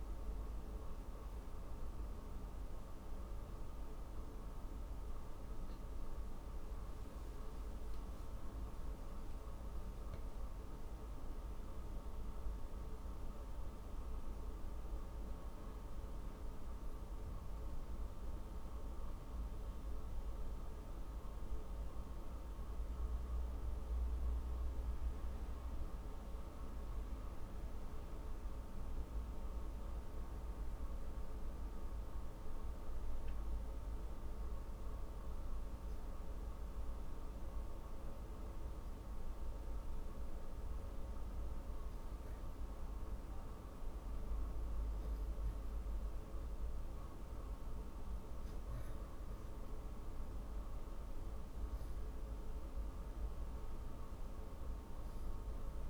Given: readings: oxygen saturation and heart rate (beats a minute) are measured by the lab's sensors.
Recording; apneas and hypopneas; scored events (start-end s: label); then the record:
breathing in sleep, hard to hear, by a room microphone; 1
6.00-10.50 s: arousal
28.50-44.50 s: hypopnea (oxygen 95% before, 91% lowest, heart rate 65 before, 48 extreme, up 6 after)
46.50-50.00 s: arousal
From the record:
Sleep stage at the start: N2 (light sleep); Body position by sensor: on the back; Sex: female